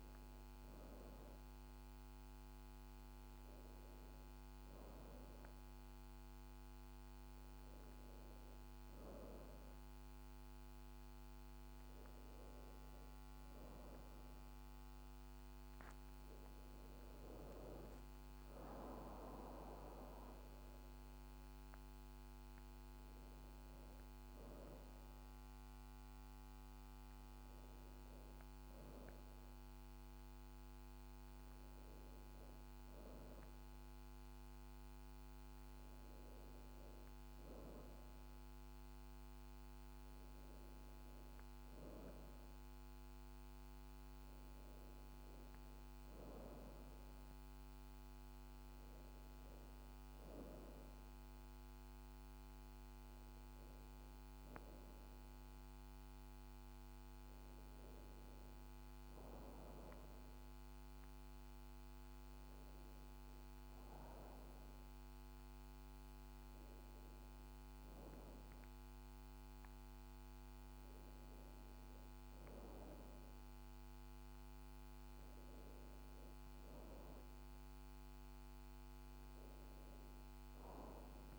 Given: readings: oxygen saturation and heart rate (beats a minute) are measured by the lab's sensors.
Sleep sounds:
breathing in sleep, hard to hear, by a microphone on the trachea; none
13.50-81.38 s: new sleep stage, N2 (light sleep)
From the record:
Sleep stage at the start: N1 (lightest sleep); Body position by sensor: on the back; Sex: female

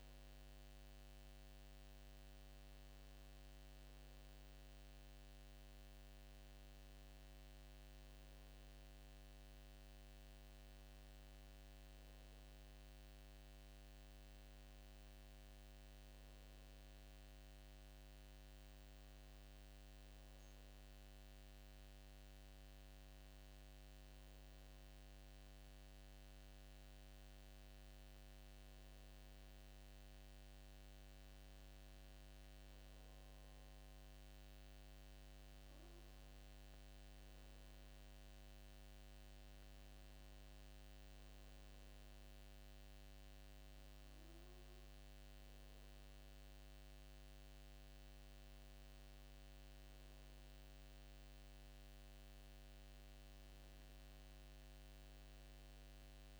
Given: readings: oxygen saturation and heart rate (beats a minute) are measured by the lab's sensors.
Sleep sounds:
breathing in sleep, hard to hear, by a microphone on the trachea; 1
21.00-32.00 s: hypopnea (oxygen 96% before, 92% lowest, heart rate 79 before, 76 extreme, up 3 after)
36.00-39.50 s: arousal
37.50-56.40 s: oxygen desaturation (device-marked, oxygen 95% before, 92% lowest, heart rate 78 before, 75 extreme)
From the record:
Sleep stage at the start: N2 (light sleep); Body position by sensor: on the back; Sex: male

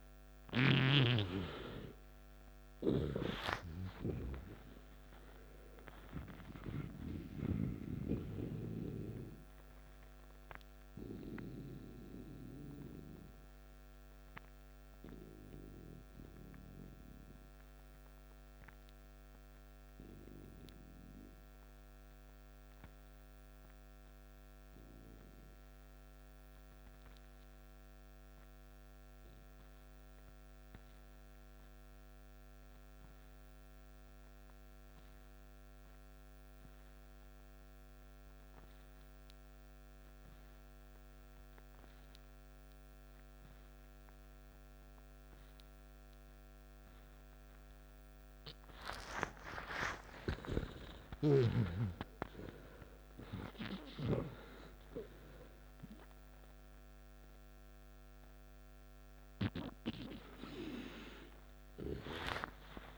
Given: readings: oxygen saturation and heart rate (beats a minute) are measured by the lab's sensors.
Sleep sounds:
breathing in sleep by a microphone on the trachea; 1
0.00-18.50 s: oxygen desaturation (device-marked, oxygen 87% lowest, heart rate 53 extreme)
12.00-49.50 s: obstructive apnea (oxygen 95% before, 87% lowest, heart rate 64 before, 53 extreme, up 13 after)
35.50-62.98 s: oxygen desaturation (device-marked, oxygen 98% before, 87% lowest, heart rate 55 before, 55 extreme)
50.00-54.00 s: arousal
From the record:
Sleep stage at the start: N2 (light sleep); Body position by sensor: on the back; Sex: male

